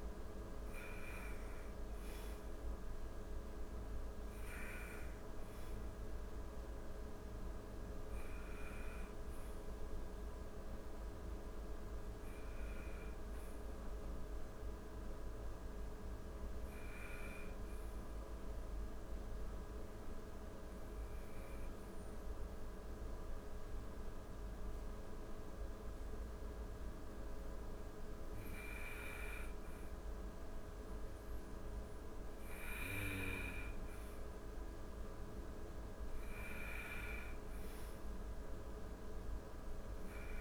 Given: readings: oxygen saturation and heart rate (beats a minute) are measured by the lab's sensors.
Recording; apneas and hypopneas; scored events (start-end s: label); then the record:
breathing in sleep, hard to hear, by a room microphone; 1
0.00-16.00 s: oxygen desaturation (device-marked, oxygen 93% lowest)
16.50-31.50 s: hypopnea (oxygen 98% before, 91% lowest)
32.50-36.00 s: arousal
From the record:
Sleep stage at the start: N1 (lightest sleep); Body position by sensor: on the back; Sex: female